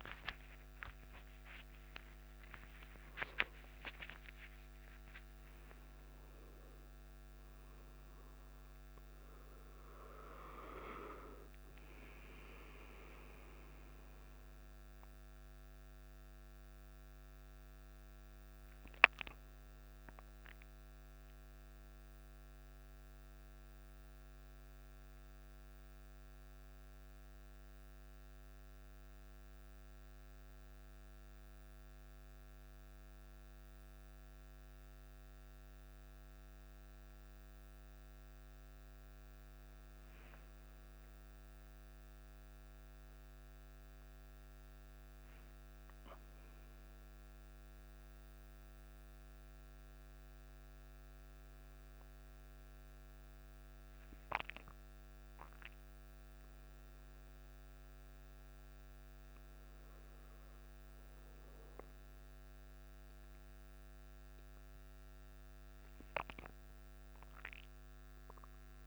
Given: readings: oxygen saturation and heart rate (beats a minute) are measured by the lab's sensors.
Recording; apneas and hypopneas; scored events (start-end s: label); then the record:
a person partly awake in a sleep study, by a microphone on the trachea; none
21.50-68.87 s: new sleep stage, N1 (lightest sleep)
51.50-56.00 s: arousal
From the record:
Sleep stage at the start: awake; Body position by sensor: on the back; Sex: male